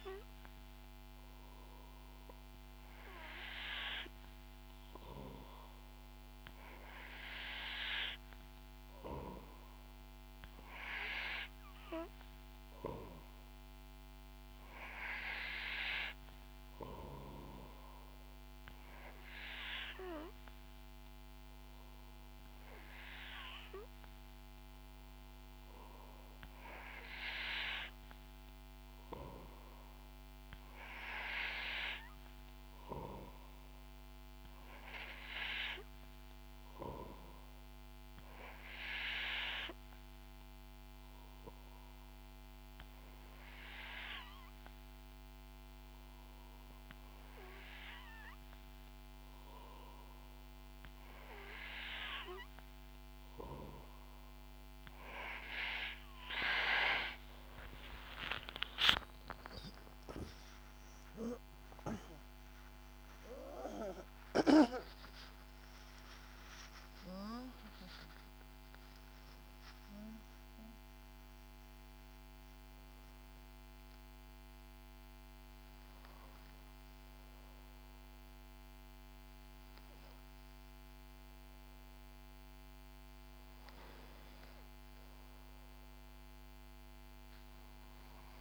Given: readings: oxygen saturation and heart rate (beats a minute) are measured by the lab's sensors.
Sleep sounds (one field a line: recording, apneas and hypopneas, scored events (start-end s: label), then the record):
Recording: breathing in sleep by a microphone on the trachea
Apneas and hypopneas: 1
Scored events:
5.00-17.50 s: snoring (device-marked)
39.00-50.00 s: obstructive apnea (oxygen 91% before, 89% lowest, heart rate 69 before, 67 extreme, up 4 after)
46.50-88.41 s: new sleep stage, N2 (light sleep)
53.50-62.50 s: snoring (device-marked)
59.50-66.00 s: arousal
61.50-63.50 s: long interval between heartbeats (device-marked, heart rate 69 before, 89 extreme)
68.00-70.00 s: long interval between heartbeats (device-marked, heart rate 77 before, 89 extreme)
86.00-88.41 s: arousal
From the record:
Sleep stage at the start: N3 (deep sleep)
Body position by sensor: on the back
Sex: female